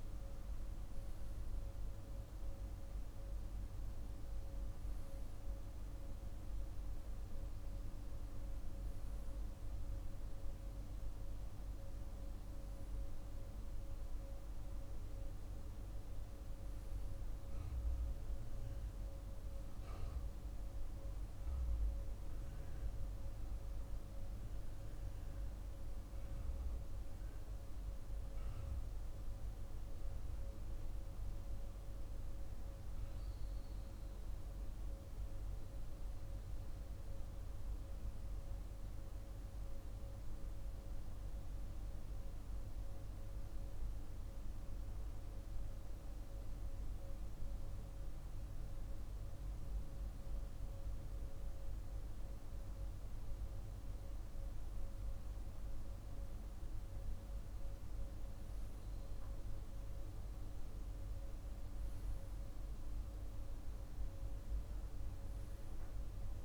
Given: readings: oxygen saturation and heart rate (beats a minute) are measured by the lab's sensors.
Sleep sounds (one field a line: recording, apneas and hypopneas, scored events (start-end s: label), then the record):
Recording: breathing in sleep, hard to hear, by a room microphone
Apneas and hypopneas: 1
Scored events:
3.50-19.50 s: oxygen desaturation (device-marked, oxygen 97% before, 94% lowest, heart rate 50 before, 50 extreme)
33.50-53.00 s: hypopnea (oxygen 97% before, 95% lowest, heart rate 53 before, 52 extreme, up 4 after)
54.50-58.50 s: arousal
From the record:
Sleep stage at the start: N2 (light sleep)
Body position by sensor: on the right side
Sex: male